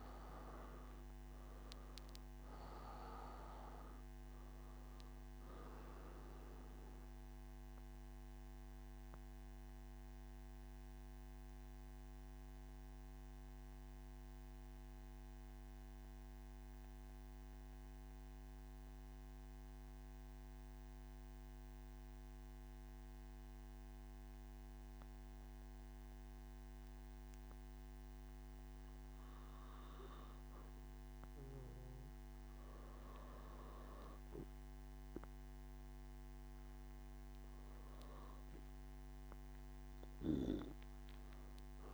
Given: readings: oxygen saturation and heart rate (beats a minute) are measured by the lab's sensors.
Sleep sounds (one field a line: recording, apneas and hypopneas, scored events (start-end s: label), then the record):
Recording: breathing in sleep, hard to hear, by a microphone on the trachea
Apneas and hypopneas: none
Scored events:
0.00-21.00 s: oxygen desaturation (device-marked, oxygen 93% lowest, heart rate 59 extreme)
32.00-41.93 s: oxygen desaturation (device-marked, oxygen 98% before, 93% lowest, heart rate 122 before, 59 extreme)
From the record:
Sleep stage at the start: N1 (lightest sleep)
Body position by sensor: on the back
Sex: male